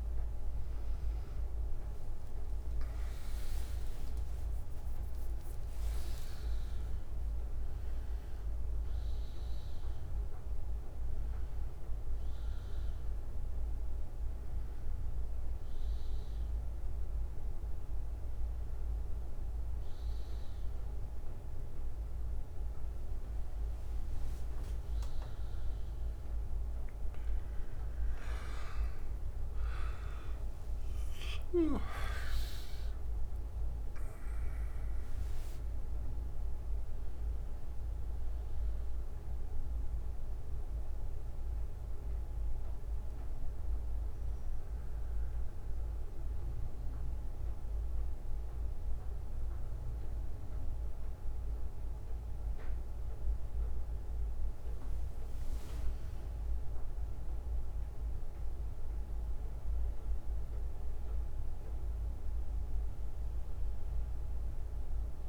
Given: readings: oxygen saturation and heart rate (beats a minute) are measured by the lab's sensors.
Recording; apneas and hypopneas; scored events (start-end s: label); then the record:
breathing in sleep, hard to hear, by a room microphone; 1
20.00-23.00 s: bradycardia (device-marked, heart rate 64 before, 60 extreme)
28.00-35.00 s: bradycardia (device-marked, heart rate 64 before, 58 extreme)
31.00-35.00 s: arousal
37.00-58.00 s: bradycardia (device-marked, heart rate 64 before, 48 extreme)
42.50-56.00 s: obstructive apnea (oxygen 97% before, 93% lowest, heart rate 61 before, 48 extreme, up 19 after)
58.50-62.50 s: arousal
From the record:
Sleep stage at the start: N1 (lightest sleep); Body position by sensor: on the back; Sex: male